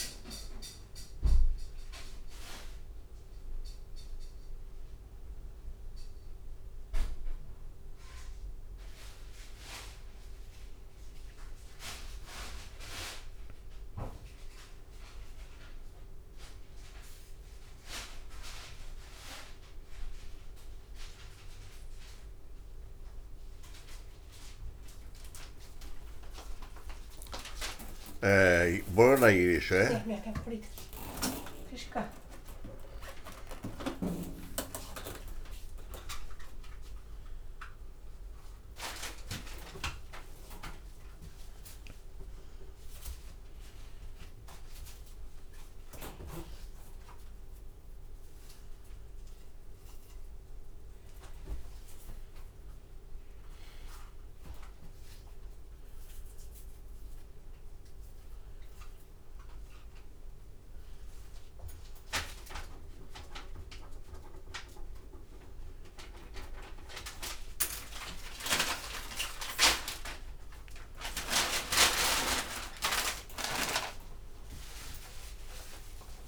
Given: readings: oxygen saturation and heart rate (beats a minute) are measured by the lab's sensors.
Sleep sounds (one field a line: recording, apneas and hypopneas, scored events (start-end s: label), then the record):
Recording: a person awake in a sleep study, by a room microphone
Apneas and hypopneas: none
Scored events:
12.00-17.50 s: leg movement (device-marked)
18.00-23.50 s: leg movement (device-marked)
28.00-37.50 s: leg movement (device-marked)
41.00-45.50 s: leg movement (device-marked)
46.00-51.00 s: leg movement (device-marked)
48.00-53.00 s: tachycardia (device-marked, heart rate 57 before, 109 extreme)
50.00-52.00 s: long interval between heartbeats (device-marked, heart rate 64 before, 91 extreme)
51.00-55.50 s: leg movement (device-marked)
56.00-66.50 s: leg movement (device-marked)
67.00-71.50 s: leg movement (device-marked)
From the record:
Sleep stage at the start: awake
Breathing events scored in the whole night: 189 in 4.2 hours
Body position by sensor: on the back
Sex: male